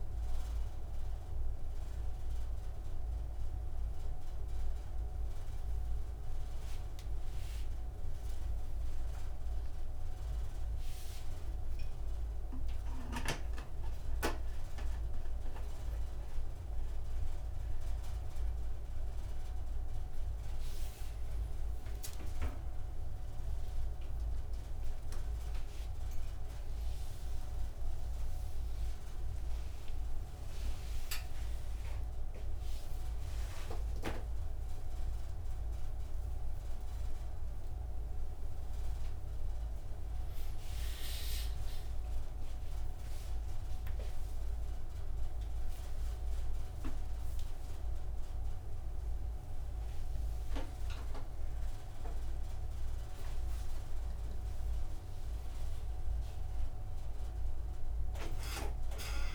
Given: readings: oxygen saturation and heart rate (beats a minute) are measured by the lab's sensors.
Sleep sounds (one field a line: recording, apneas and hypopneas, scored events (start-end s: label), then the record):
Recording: a person awake in a sleep study, by a room microphone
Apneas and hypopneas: none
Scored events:
none scored
From the record:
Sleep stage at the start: awake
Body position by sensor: upright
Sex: male